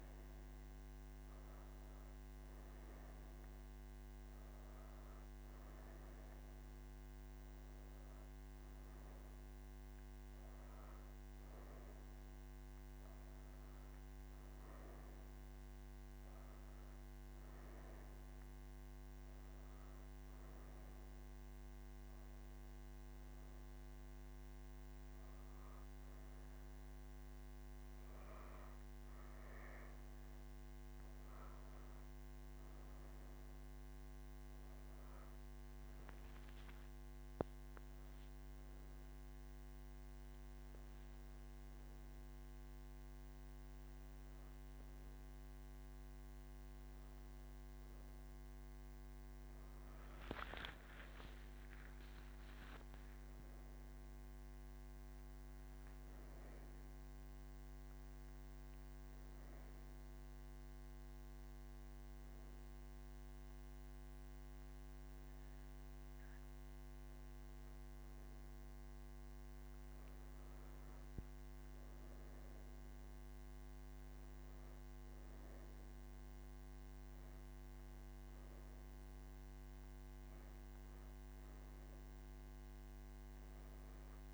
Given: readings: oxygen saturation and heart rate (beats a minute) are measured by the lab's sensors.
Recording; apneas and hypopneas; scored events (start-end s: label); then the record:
breathing in sleep, hard to hear, by a microphone on the trachea; 1
19.50-32.00 s: hypopnea (oxygen 98% before, 95% lowest)
From the record:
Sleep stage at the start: N1 (lightest sleep); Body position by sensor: on the right side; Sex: female